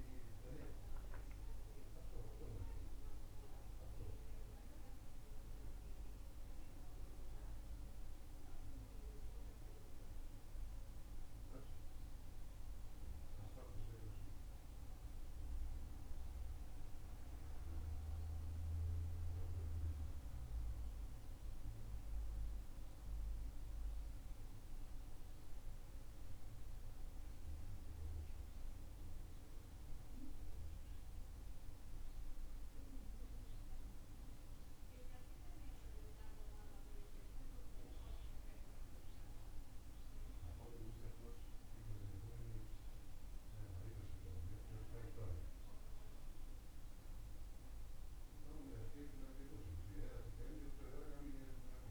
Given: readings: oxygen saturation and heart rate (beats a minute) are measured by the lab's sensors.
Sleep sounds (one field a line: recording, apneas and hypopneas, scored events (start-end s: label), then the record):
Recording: breathing in sleep by a room microphone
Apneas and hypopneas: none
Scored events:
none scored
From the record:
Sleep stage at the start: N2 (light sleep)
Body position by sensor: on the back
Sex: male